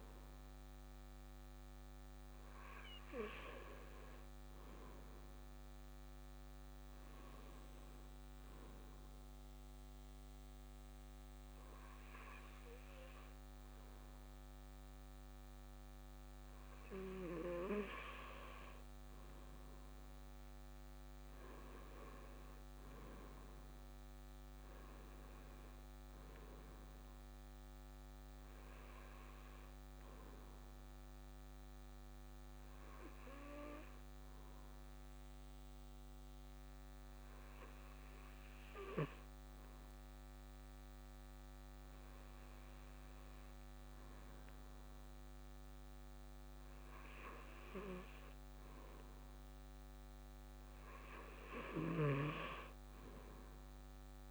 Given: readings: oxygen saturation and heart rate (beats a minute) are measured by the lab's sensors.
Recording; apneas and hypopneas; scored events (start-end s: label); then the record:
breathing in sleep by a microphone on the trachea; 2
9.50-20.00 s: hypopnea (oxygen 97% before, 94% lowest, heart rate 61 before, 58 extreme, up 7 after)
22.00-26.00 s: arousal
31.00-42.50 s: hypopnea (oxygen 96% before, 94% lowest, heart rate 62 before, 59 extreme, up 3 after)
44.50-49.00 s: arousal
From the record:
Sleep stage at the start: N2 (light sleep); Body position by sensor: on the right side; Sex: male